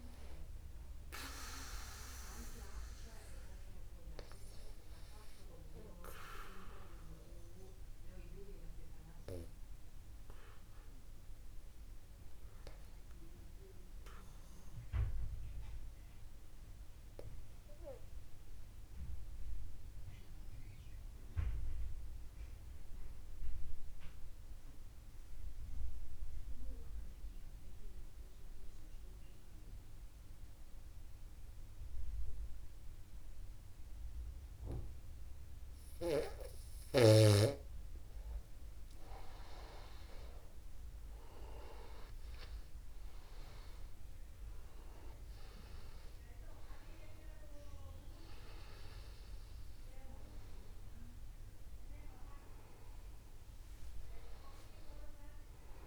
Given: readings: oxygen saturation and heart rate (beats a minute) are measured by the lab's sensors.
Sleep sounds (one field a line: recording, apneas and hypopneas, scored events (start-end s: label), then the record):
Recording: breathing in sleep by a room microphone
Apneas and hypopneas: 1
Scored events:
4.00-22.00 s: oxygen desaturation (device-marked, oxygen 97% before, 94% lowest, heart rate 49 before, 49 extreme)
5.50-37.00 s: obstructive apnea (oxygen 98% before, 93% lowest, heart rate 49 before, 49 extreme, up 1 after)
39.50-43.00 s: arousal
54.50-55.87 s: long interval between heartbeats (device-marked, heart rate 50 before, 58 extreme)
From the record:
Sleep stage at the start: N2 (light sleep)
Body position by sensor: upright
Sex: male